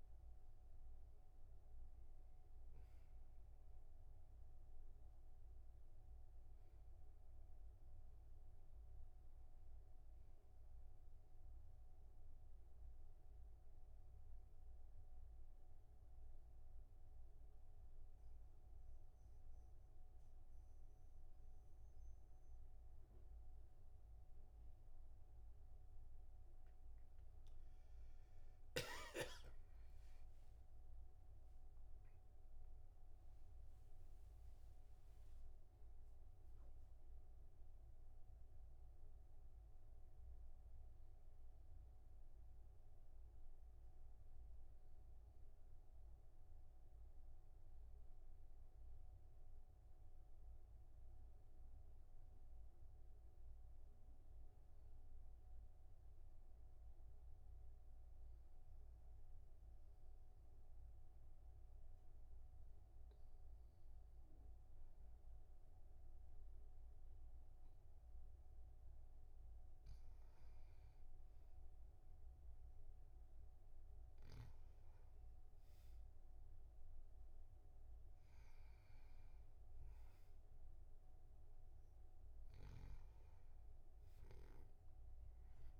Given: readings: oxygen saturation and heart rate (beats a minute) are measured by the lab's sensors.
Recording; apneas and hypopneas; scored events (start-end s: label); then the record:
breathing in sleep, hard to hear, by a room microphone; 2
8.00-21.00 s: oxygen desaturation (device-marked, oxygen 98% before, 94% lowest, heart rate 48 before, 46 extreme)
8.50-12.00 s: arousal
15.50-26.50 s: obstructive apnea (oxygen 98% before, 95% lowest, heart rate 47 before, 48 extreme, up 6 after)
30.00-35.00 s: arousal
59.00-69.50 s: obstructive apnea (oxygen 99% before, 96% lowest, heart rate 55 before, 46 extreme, up 3 after)
73.00-76.50 s: arousal
From the record:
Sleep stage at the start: N2 (light sleep); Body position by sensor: on the back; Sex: male